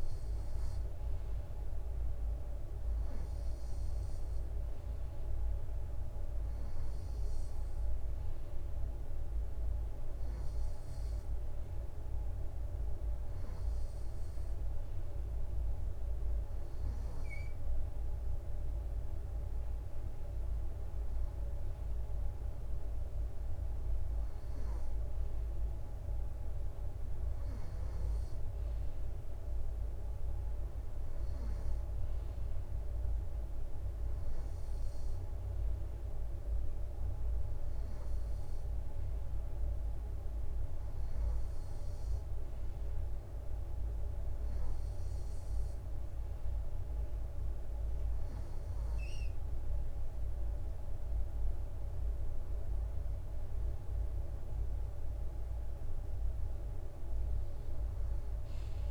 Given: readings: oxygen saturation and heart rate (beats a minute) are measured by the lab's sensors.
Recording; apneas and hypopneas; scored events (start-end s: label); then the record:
breathing in sleep, hard to hear, by a room microphone; none
51.00-55.00 s: arousal
From the record:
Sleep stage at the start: N2 (light sleep); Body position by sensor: on the right side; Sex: male